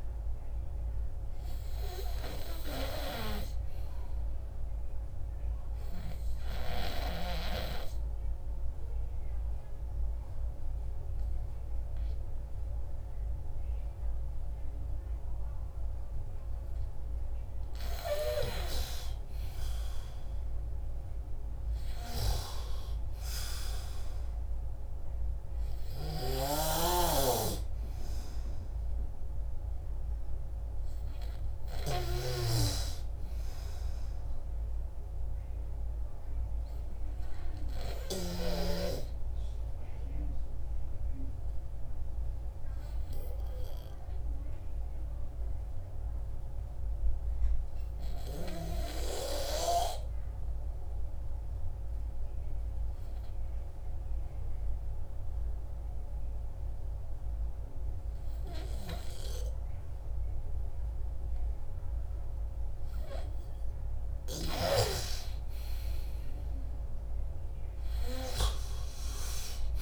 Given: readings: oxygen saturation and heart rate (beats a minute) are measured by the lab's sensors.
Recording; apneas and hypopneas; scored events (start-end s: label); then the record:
breathing in sleep by a room microphone; 2
0.00-2.00 s: arousal
5.50-16.50 s: obstructive apnea (oxygen 98% before, 93% lowest, heart rate 65 before, 59 extreme, up 11 after)
19.00-23.50 s: arousal
25.50-38.00 s: snoring (device-marked)
35.00-63.00 s: obstructive apnea (oxygen 96% before, 93% lowest, heart rate 64 before, 57 extreme, up 17 after)
38.50-49.50 s: oxygen desaturation (device-marked, oxygen 96% before, 93% lowest, heart rate 67 before, 57 extreme)
65.50-69.00 s: arousal
From the record:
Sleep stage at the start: N2 (light sleep); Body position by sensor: on the back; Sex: male